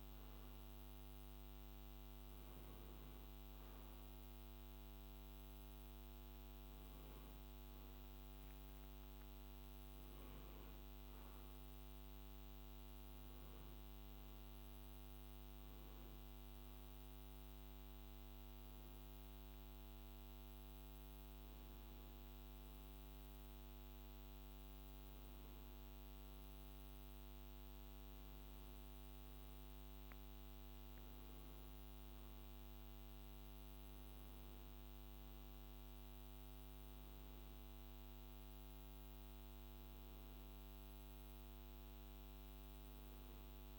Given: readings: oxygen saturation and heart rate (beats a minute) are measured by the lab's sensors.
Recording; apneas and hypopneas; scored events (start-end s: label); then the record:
breathing in sleep, hard to hear, by a microphone on the trachea; none
none scored
From the record:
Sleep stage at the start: N1 (lightest sleep); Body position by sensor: on the right side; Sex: male